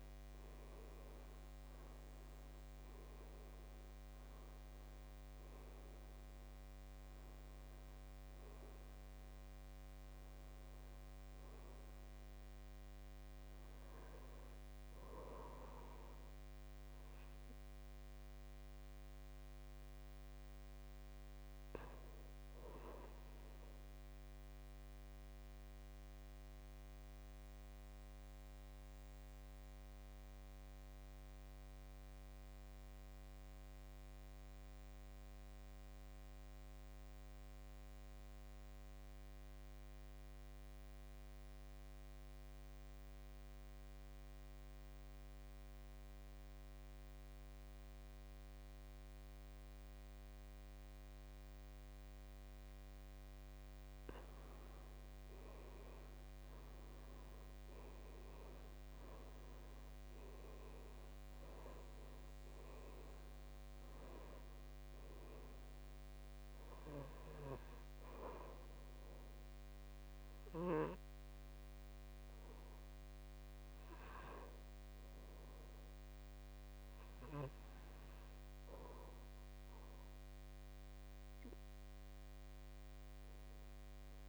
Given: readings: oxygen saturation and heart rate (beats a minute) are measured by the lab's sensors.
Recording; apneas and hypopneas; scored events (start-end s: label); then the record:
breathing in sleep by a microphone on the trachea; 1
10.00-23.00 s: oxygen desaturation (device-marked, oxygen 92% before, 86% lowest, heart rate 65 before, 54 extreme)
24.00-53.50 s: obstructive apnea (oxygen 96% before, 81% lowest, heart rate 60 before, 54 extreme, up 10 after)
50.00-82.00 s: oxygen desaturation (device-marked, oxygen 98% before, 81% lowest, heart rate 58 before, 50 extreme)
56.00-59.50 s: arousal
From the record:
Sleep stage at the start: N2 (light sleep); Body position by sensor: on the back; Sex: male